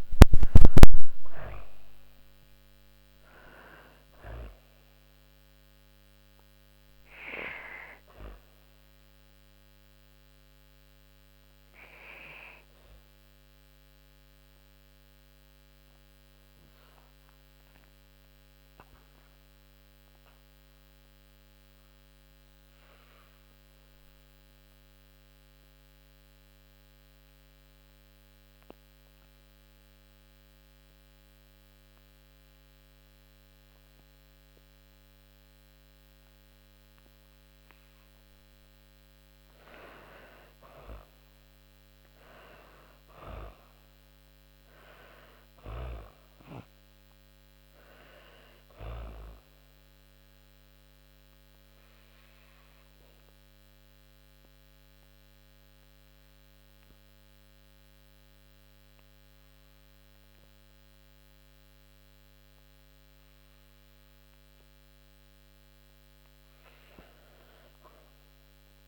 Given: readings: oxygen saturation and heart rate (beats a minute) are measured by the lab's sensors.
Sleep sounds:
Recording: breathing in sleep by a microphone on the trachea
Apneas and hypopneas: 2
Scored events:
0.00-21.00 s: oxygen desaturation (device-marked, oxygen 87% lowest)
7.50-37.00 s: obstructive apnea (oxygen 99% before, 87% lowest)
38.50-42.00 s: arousal
40.00-65.00 s: oxygen desaturation (device-marked, oxygen 98% before, 91% lowest)
49.00-63.50 s: obstructive apnea (oxygen 99% before, 91% lowest)
66.00-68.88 s: arousal
From the record:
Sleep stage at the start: N2 (light sleep)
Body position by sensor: on the back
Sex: female

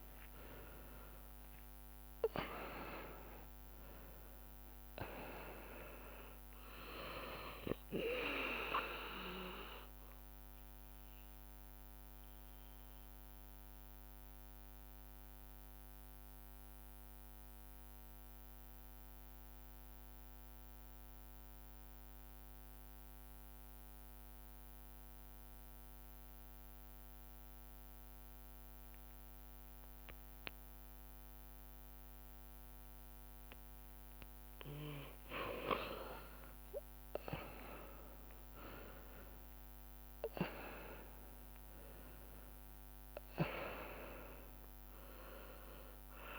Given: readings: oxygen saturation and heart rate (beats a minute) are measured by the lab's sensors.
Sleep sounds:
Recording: breathing in sleep by a microphone on the trachea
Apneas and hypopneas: 1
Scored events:
0.00-2.50 s: arousal
0.00-23.00 s: oxygen desaturation (device-marked, oxygen 92% lowest)
10.50-32.50 s: obstructive apnea (oxygen 99% before, 92% lowest)
36.00-40.50 s: arousal
37.00-46.39 s: oxygen desaturation (device-marked, oxygen 99% before, 93% lowest)
From the record:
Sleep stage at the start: N2 (light sleep)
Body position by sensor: on the back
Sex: male

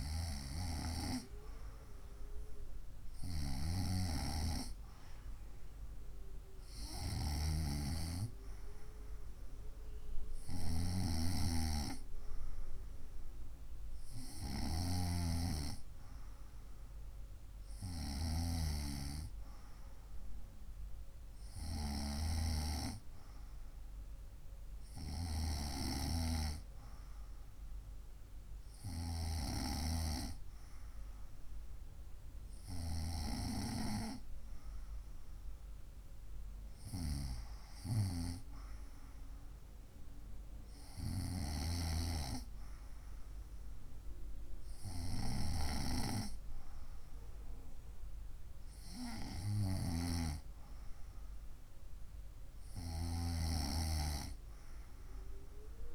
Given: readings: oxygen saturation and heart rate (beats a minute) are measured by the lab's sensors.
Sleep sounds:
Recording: breathing in sleep by a room microphone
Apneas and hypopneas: none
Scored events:
none scored
From the record:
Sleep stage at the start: N2 (light sleep)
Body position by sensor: on the right side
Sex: female

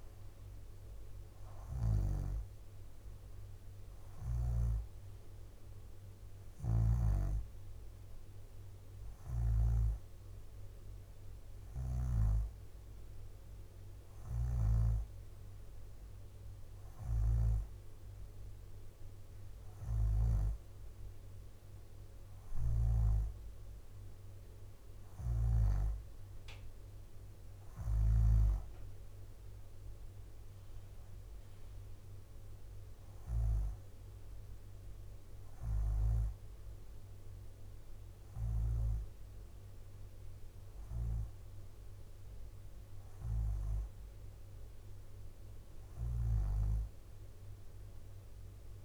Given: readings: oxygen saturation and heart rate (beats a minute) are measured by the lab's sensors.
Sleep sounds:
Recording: breathing in sleep by a room microphone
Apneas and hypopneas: none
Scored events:
0.00-2.00 s: snoring (device-marked)
0.00-15.00 s: drop in pulse transit time (device-marked, heart rate 61 extreme)
13.50-14.50 s: leg movement (device-marked)
14.00-17.50 s: snoring (device-marked)
22.00-25.50 s: snoring (device-marked)
45.50-48.85 s: snoring (device-marked)
From the record:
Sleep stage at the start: N2 (light sleep)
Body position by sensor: upright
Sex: female

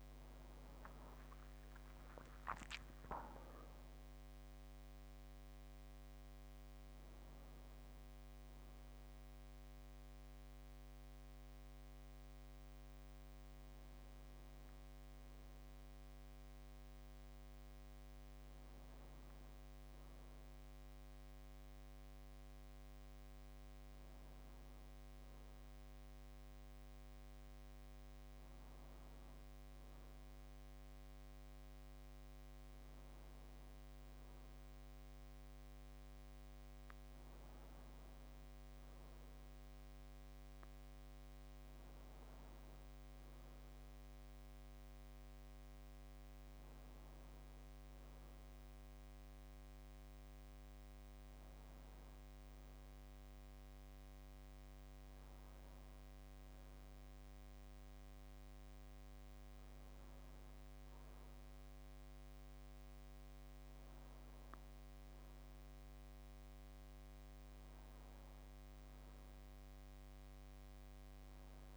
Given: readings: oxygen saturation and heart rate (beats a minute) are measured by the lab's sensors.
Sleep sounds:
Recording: breathing in sleep, hard to hear, by a microphone on the trachea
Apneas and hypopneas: none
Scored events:
none scored
From the record:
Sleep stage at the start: N2 (light sleep)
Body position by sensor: on the back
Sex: male

